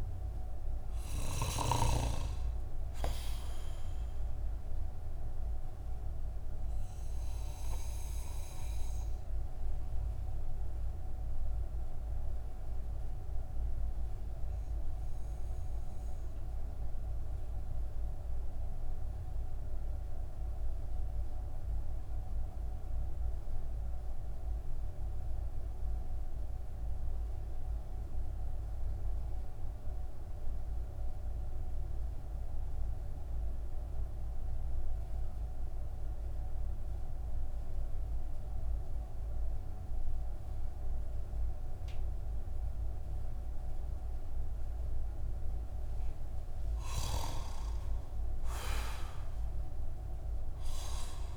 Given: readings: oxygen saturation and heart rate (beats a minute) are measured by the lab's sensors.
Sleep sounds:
breathing in sleep by a room microphone; 1
0.00-23.50 s: oxygen desaturation (device-marked, oxygen 90% lowest)
4.50-46.00 s: mixed apnea (oxygen 97% before, 90% lowest)
43.50-51.37 s: oxygen desaturation (device-marked, oxygen 98% before, 91% lowest)
49.50-51.37 s: arousal
From the record:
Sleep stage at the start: N2 (light sleep); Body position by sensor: on the back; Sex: male

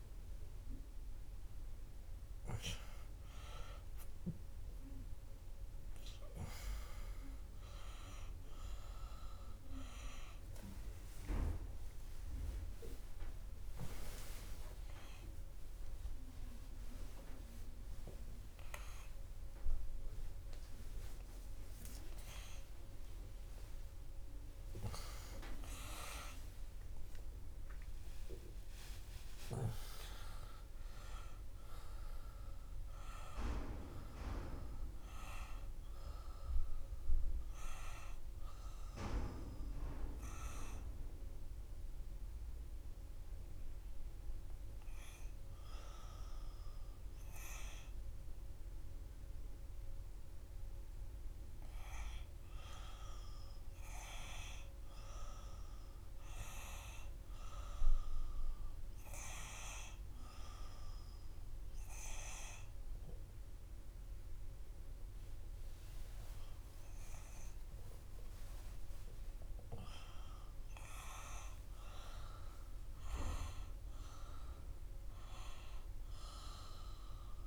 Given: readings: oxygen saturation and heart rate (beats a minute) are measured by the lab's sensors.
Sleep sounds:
a person partly awake in a sleep study, by a room microphone; 1
24.00-37.00 s: oxygen desaturation (device-marked, oxygen 100% before, 96% lowest, heart rate 98 before, 90 extreme)
34.00-77.47 s: new sleep stage, N1 (lightest sleep)
41.00-52.50 s: hypopnea (oxygen 100% before, 98% lowest, heart rate 96 before, 88 extreme)
55.50-59.00 s: arousal
67.00-73.00 s: arousal
From the record:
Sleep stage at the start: awake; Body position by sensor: on the back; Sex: male

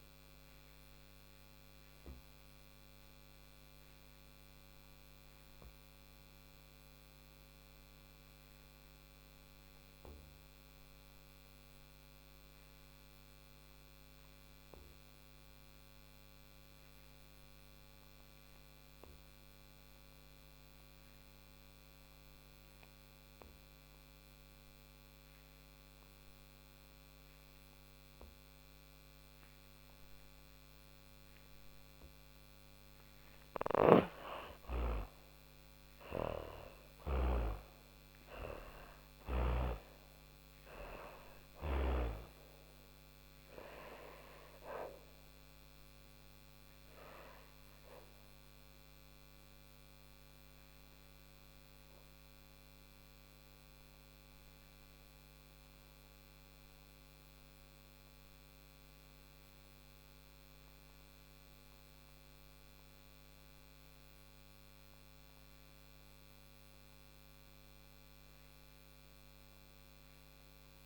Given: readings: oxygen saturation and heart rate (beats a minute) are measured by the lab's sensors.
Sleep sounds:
breathing in sleep by a microphone on the trachea; 2
0.00-12.50 s: oxygen desaturation (device-marked, oxygen 92% lowest, heart rate 48 extreme)
3.00-30.50 s: obstructive apnea (oxygen 99% before, 87% lowest, heart rate 106 before, 44 extreme, up 46 after)
26.50-61.50 s: oxygen desaturation (device-marked, oxygen 98% before, 87% lowest, heart rate 63 before, 40 extreme)
31.50-35.50 s: snoring (device-marked)
33.00-38.00 s: arousal
44.00-64.00 s: obstructive apnea (oxygen 98% before, 85% lowest, heart rate 78 before, 40 extreme, up 10 after)
66.50-70.86 s: arousal
From the record:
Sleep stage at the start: N2 (light sleep); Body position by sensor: on the back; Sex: female

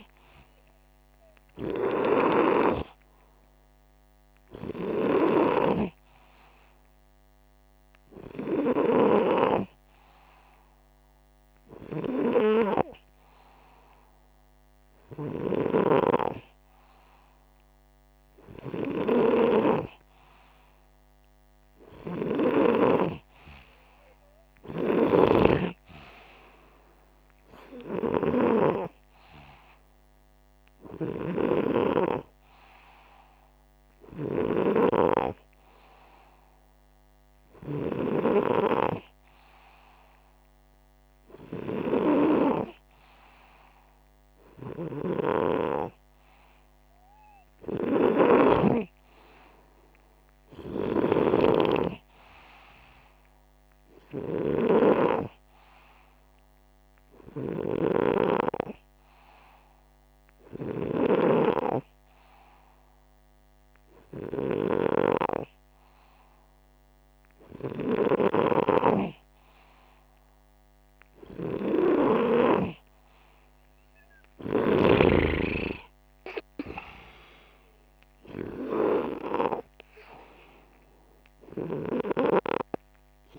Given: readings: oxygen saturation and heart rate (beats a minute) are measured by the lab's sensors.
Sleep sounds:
breathing in sleep by a microphone on the trachea; none
none scored
From the record:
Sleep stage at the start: N2 (light sleep); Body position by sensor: upright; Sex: male

